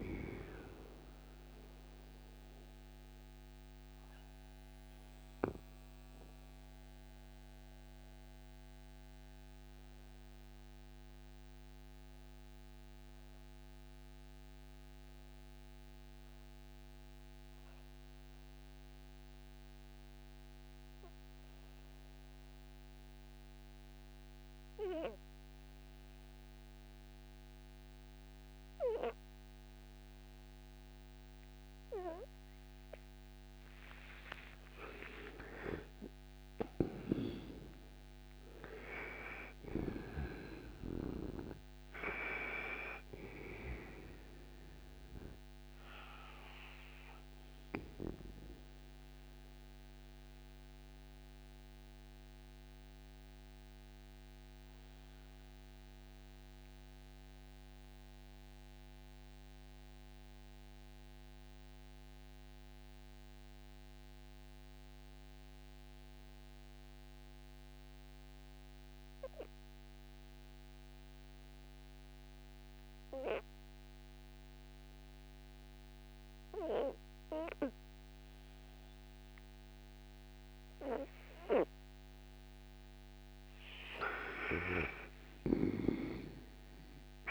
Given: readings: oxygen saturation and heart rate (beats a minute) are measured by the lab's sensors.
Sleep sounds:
breathing in sleep by a microphone on the trachea; 2
0.00-21.50 s: oxygen desaturation (device-marked, oxygen 85% lowest, heart rate 60 extreme)
3.50-32.50 s: mixed apnea (oxygen 96% before, 84% lowest, heart rate 69 before, 60 extreme, up 16 after)
34.00-38.00 s: arousal
34.50-66.50 s: oxygen desaturation (device-marked, oxygen 98% before, 84% lowest, heart rate 60 before, 57 extreme)
47.50-82.50 s: mixed apnea (oxygen 98% before, 83% lowest, heart rate 67 before, 57 extreme, up 31 after)
79.50-87.31 s: oxygen desaturation (device-marked, oxygen 98% before, 83% lowest, heart rate 64 before, 58 extreme)
84.00-87.31 s: arousal
From the record:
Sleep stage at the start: N2 (light sleep); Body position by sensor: on the right side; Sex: male

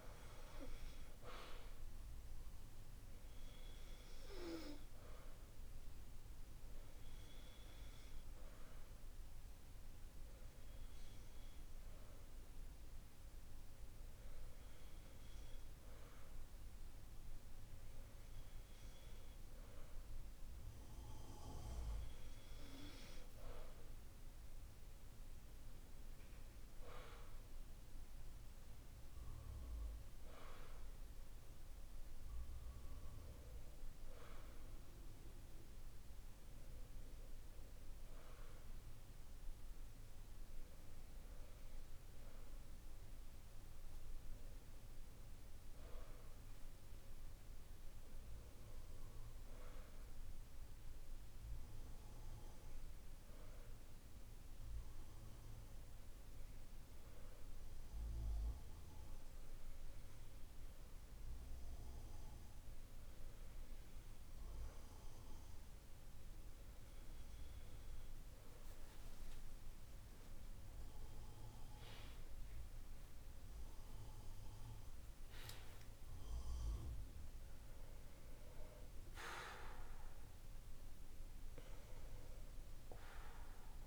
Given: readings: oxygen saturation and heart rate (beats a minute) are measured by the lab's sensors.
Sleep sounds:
breathing in sleep by a room microphone; none
68.50-74.00 s: arousal
From the record:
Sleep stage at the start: N2 (light sleep); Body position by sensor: on the back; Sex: male

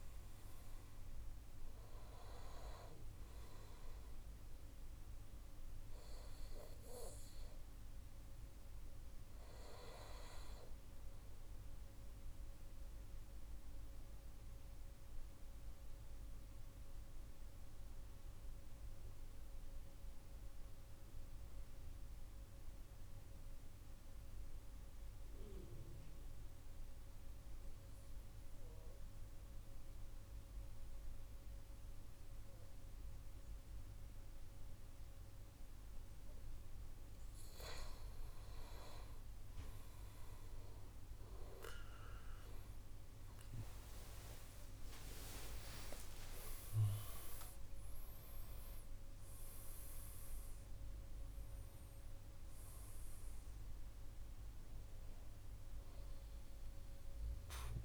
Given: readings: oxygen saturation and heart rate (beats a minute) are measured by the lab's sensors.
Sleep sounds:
breathing in sleep by a room microphone; 1
0.00-13.00 s: oxygen desaturation (device-marked, oxygen 91% lowest, heart rate 78 extreme)
10.50-37.50 s: mixed apnea (oxygen 97% before, 89% lowest, heart rate 147 before, 78 extreme, up 23 after)
35.00-57.85 s: oxygen desaturation (device-marked, oxygen 98% before, 89% lowest, heart rate 117 before, 126 extreme)
44.00-49.50 s: arousal
From the record:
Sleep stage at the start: N2 (light sleep); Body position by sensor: on the right side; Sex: male

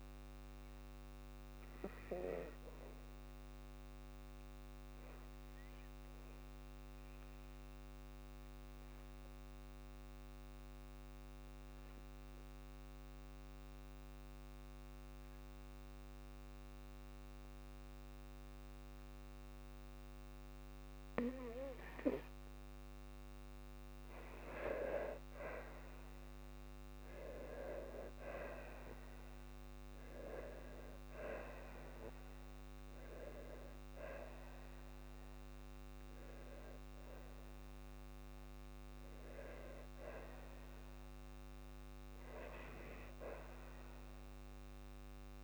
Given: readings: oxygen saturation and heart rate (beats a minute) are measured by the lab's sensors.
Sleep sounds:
breathing in sleep by a microphone on the trachea; 1
8.00-24.00 s: oxygen desaturation (device-marked, oxygen 97% before, 93% lowest, heart rate 55 before, 51 extreme)
11.00-22.00 s: obstructive apnea (oxygen 97% before, 93% lowest, heart rate 54 before, 51 extreme, up 6 after)
26.50-30.50 s: arousal
From the record:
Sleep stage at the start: N2 (light sleep); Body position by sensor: on the back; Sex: female

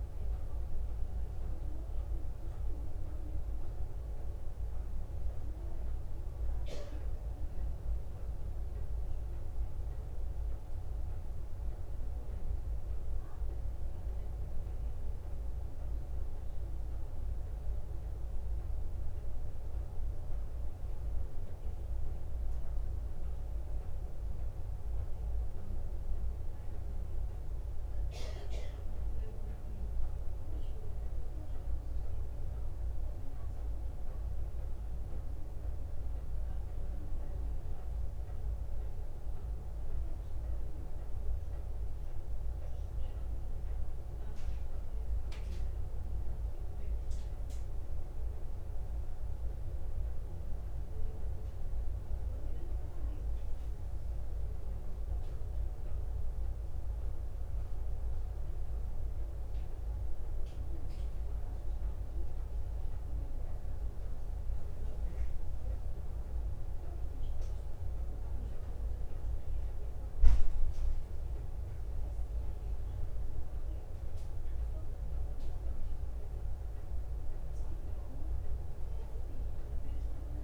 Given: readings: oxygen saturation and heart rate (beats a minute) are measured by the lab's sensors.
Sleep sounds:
breathing in sleep, hard to hear, by a room microphone; none
none scored
From the record:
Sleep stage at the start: N2 (light sleep); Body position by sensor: on the back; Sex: female

